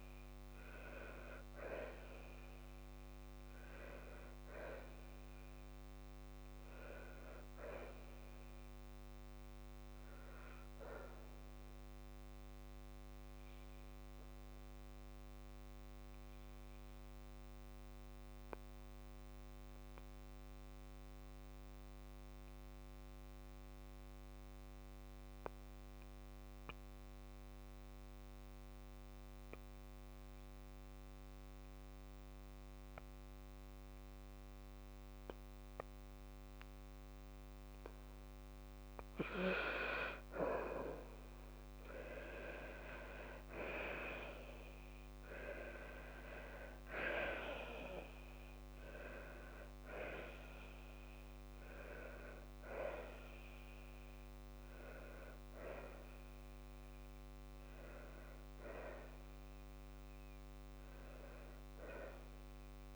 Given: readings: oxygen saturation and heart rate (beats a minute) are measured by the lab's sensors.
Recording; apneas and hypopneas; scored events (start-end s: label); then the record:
breathing in sleep by a microphone on the trachea; 1
14.50-36.50 s: obstructive apnea (oxygen 96% before, 92% lowest, heart rate 61 before, 54 extreme, up 21 after)
40.50-43.50 s: arousal
42.50-44.50 s: long interval between heartbeats (device-marked, heart rate 57 before, 66 extreme)
From the record:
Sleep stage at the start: N2 (light sleep); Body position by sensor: on the back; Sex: female